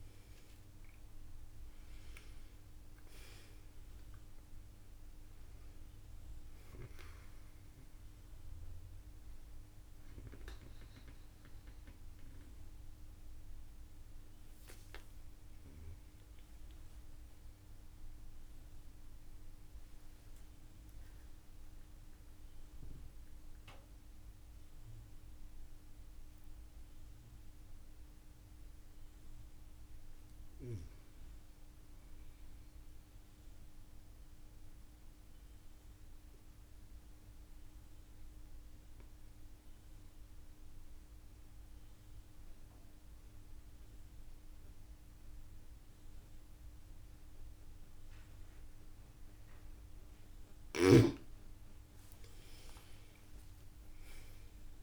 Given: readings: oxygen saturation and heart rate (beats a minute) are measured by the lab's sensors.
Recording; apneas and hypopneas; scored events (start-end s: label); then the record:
breathing in sleep, hard to hear, by a room microphone; 2
0.50-34.50 s: oxygen desaturation (device-marked, oxygen 96% before, 91% lowest)
11.50-27.00 s: obstructive apnea (oxygen 96% before, 90% lowest)
29.50-33.00 s: arousal
36.00-50.00 s: obstructive apnea (oxygen 96% before, 90% lowest)
52.00-54.83 s: arousal
From the record:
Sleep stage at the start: N2 (light sleep); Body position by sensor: on the back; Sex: female